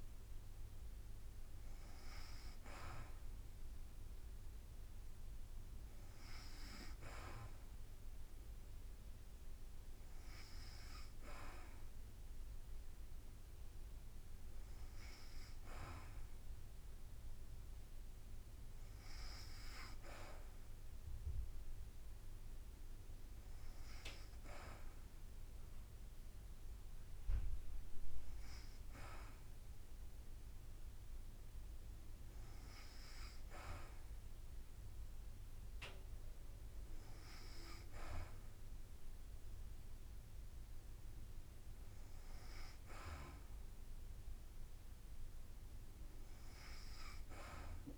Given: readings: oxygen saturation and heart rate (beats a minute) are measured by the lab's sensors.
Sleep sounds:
breathing in sleep by a room microphone; none
none scored
From the record:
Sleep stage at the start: N2 (light sleep); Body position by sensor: on the back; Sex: female

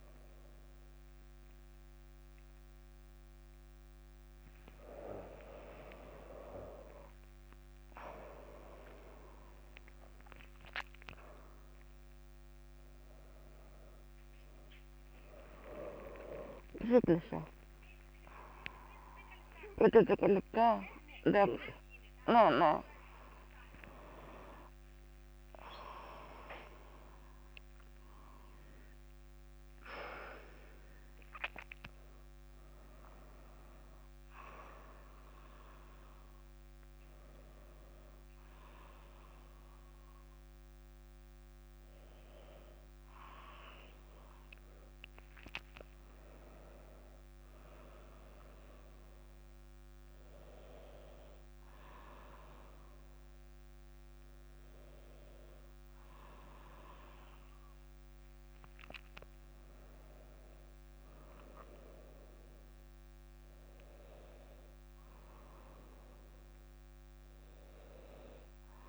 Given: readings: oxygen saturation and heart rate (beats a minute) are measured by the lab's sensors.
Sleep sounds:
a person awake in a sleep study, by a microphone on the trachea; none
8.00-20.00 s: drop in pulse transit time (device-marked, heart rate 73 before, 67 extreme)
From the record:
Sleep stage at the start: awake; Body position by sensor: on the back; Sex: female

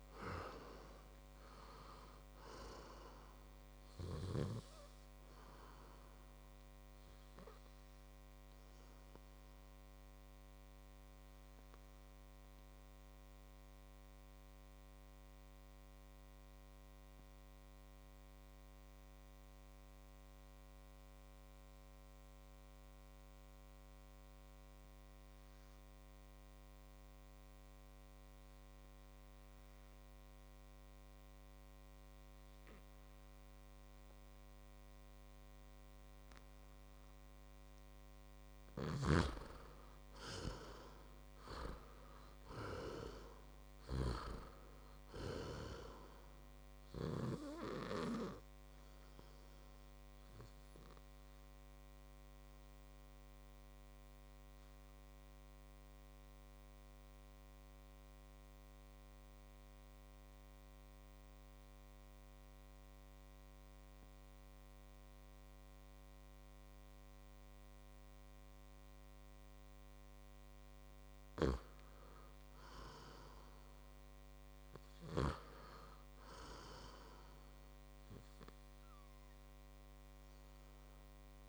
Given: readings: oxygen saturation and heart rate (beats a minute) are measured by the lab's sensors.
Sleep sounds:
breathing in sleep by a microphone on the trachea; 2
0.00-19.50 s: oxygen desaturation (device-marked, oxygen 85% lowest, heart rate 55 extreme)
8.50-37.00 s: mixed apnea (oxygen 99% before, 85% lowest, heart rate 62 before, 55 extreme, up 3 after)
35.50-62.50 s: oxygen desaturation (device-marked, oxygen 99% before, 88% lowest, heart rate 57 before, 56 extreme)
40.00-44.50 s: arousal
52.50-69.00 s: obstructive apnea (oxygen 100% before, 88% lowest, heart rate 60 before, 56 extreme, up 4 after)
72.00-75.00 s: arousal
76.50-81.49 s: oxygen desaturation (device-marked, oxygen 99% before, 94% lowest, heart rate 58 before, 55 extreme)
From the record:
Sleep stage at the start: N2 (light sleep); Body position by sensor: on the back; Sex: male

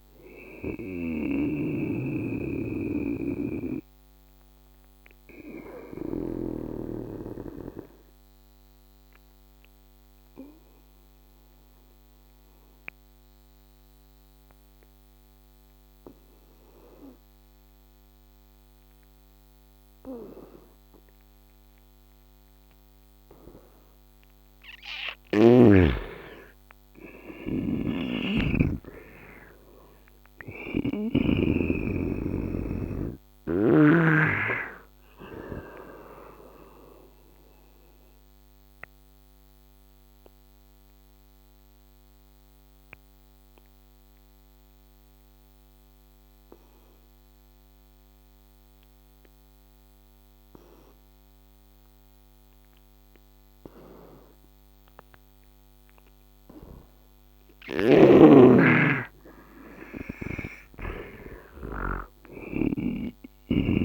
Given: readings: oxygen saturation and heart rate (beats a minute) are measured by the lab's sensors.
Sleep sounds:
breathing in sleep by a microphone on the trachea; 2
0.00-1.00 s: snoring (device-marked)
0.00-18.00 s: oxygen desaturation (device-marked, oxygen 79% lowest, heart rate 69 extreme)
2.00-24.00 s: obstructive apnea (oxygen 99% before, 79% lowest, heart rate 74 before, 67 extreme, up 10 after)
24.00-51.00 s: oxygen desaturation (device-marked, oxygen 100% before, 82% lowest, heart rate 73 before, 67 extreme)
25.50-29.00 s: arousal
36.00-56.50 s: obstructive apnea (oxygen 100% before, 82% lowest, heart rate 73 before, 67 extreme, up 10 after)
57.50-63.85 s: snoring (device-marked)
58.00-61.00 s: arousal
From the record:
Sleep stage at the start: N2 (light sleep); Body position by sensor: on the right side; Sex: male

